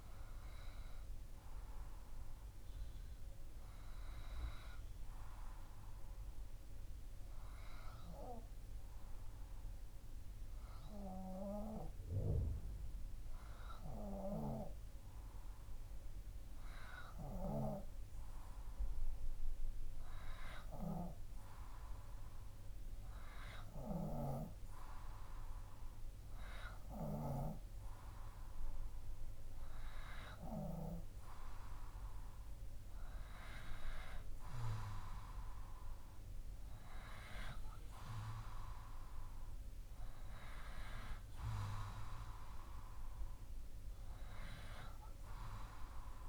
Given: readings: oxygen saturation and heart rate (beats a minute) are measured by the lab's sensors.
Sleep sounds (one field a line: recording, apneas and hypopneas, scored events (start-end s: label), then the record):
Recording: breathing in sleep by a room microphone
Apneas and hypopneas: 1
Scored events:
1.00-16.00 s: hypopnea (oxygen 96% before, 94% lowest, heart rate 59 before, 58 extreme, up 2 after)
17.50-21.00 s: arousal
From the record:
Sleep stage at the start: N2 (light sleep)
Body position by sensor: on the back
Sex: male